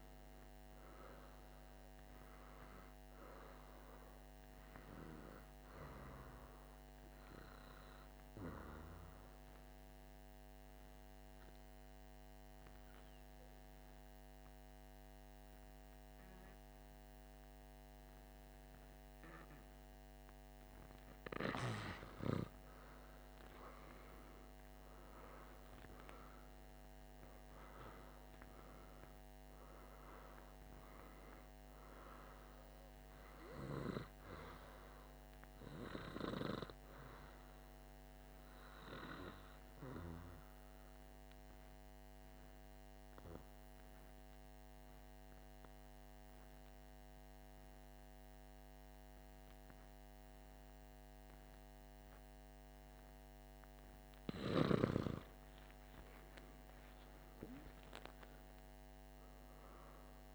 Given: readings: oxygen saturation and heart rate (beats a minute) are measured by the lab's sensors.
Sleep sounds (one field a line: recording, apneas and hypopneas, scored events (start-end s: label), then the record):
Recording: breathing in sleep by a microphone on the trachea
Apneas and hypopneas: 2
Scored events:
9.50-21.00 s: obstructive apnea (oxygen 98% before, 94% lowest, heart rate 53 before, 51 extreme, up 2 after)
23.50-27.50 s: arousal
42.00-54.00 s: obstructive apnea (oxygen 97% before, 94% lowest, heart rate 53 before, 51 extreme, up 2 after)
57.00-60.34 s: arousal
From the record:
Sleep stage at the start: N2 (light sleep)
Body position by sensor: on the back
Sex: male